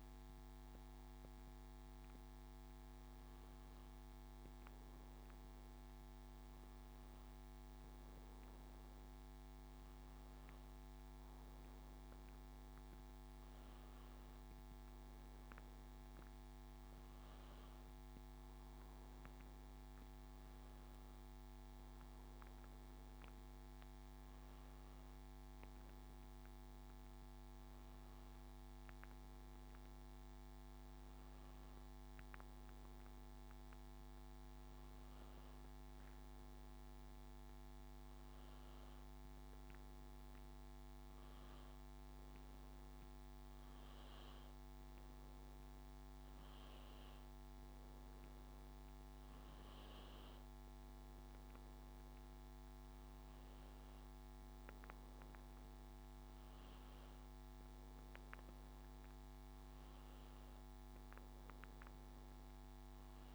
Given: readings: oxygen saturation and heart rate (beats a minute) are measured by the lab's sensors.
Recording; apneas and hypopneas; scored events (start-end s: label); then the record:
breathing in sleep, hard to hear, by a microphone on the trachea; none
none scored
From the record:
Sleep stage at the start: N2 (light sleep); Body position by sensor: on the back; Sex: male